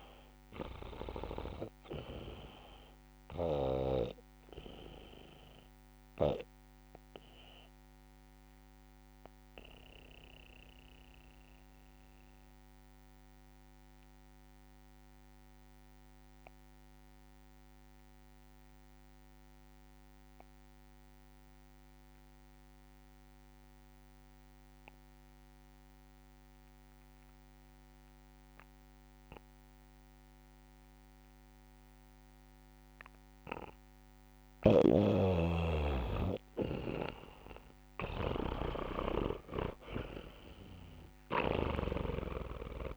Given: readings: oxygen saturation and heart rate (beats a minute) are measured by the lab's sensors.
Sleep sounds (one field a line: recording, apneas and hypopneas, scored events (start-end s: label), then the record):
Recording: breathing in sleep by a microphone on the trachea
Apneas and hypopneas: 1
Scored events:
0.00-15.00 s: oxygen desaturation (device-marked, oxygen 83% lowest, heart rate 64 extreme)
2.50-36.50 s: obstructive apnea (oxygen 99% before, 83% lowest, heart rate 70 before, 64 extreme, up 5 after)
31.00-42.97 s: oxygen desaturation (device-marked, oxygen 99% before, 84% lowest, heart rate 66 before, 67 extreme)
34.50-42.97 s: snoring (device-marked)
38.50-42.00 s: arousal
From the record:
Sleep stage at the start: N2 (light sleep)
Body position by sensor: on the back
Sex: male